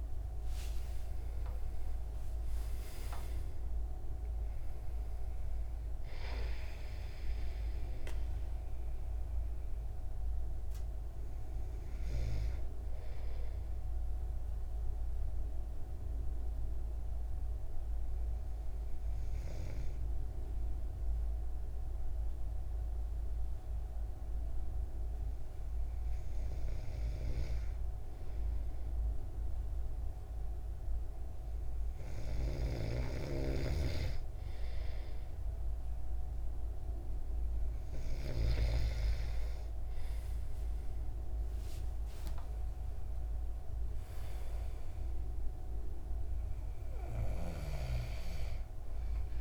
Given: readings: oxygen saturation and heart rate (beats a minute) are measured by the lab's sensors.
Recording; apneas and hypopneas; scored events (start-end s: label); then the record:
breathing in sleep by a room microphone; 1
0.50-4.50 s: arousal
11.50-30.00 s: hypopnea (oxygen 97% before, 94% lowest, heart rate 80 before, 66 extreme, up 10 after)
42.00-46.50 s: arousal
From the record:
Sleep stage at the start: N2 (light sleep); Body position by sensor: on the back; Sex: male